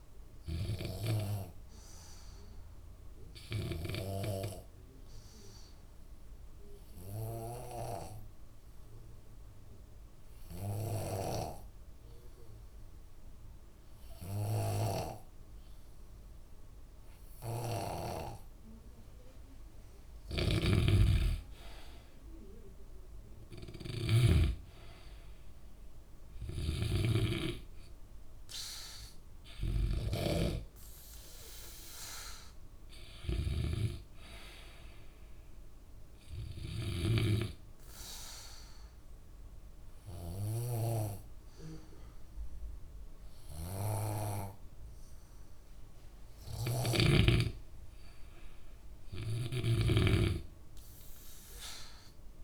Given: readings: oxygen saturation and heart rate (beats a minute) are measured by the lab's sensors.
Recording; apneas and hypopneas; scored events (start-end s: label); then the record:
breathing in sleep by a room microphone; 2
0.00-8.00 s: oxygen desaturation (device-marked, oxygen 91% lowest, heart rate 65 extreme)
0.50-19.00 s: obstructive apnea (oxygen 97% before, 91% lowest, heart rate 69 before, 63 extreme, up 9 after)
20.50-37.50 s: snoring (device-marked)
22.00-42.00 s: oxygen desaturation (device-marked, oxygen 96% before, 91% lowest, heart rate 66 before, 63 extreme)
22.50-25.50 s: arousal
36.50-46.50 s: obstructive apnea (oxygen 96% before, 89% lowest, heart rate 68 before, 64 extreme, up 10 after)
From the record:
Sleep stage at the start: N2 (light sleep); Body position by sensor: on the back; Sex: male